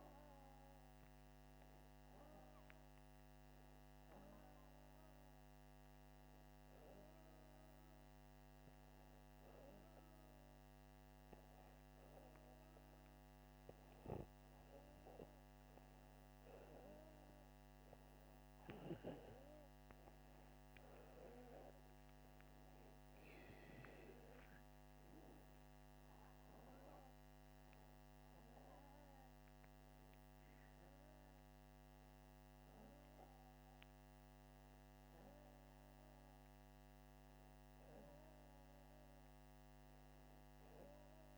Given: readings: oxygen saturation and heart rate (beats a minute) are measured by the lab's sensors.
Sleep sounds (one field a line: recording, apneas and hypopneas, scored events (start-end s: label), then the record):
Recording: breathing in sleep by a microphone on the trachea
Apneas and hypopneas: 1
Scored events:
8.00-20.50 s: hypopnea (oxygen 96% before, 95% lowest, heart rate 89 before, 82 extreme, up 4 after)
21.00-25.50 s: arousal
From the record:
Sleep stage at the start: N2 (light sleep)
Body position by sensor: upright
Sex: male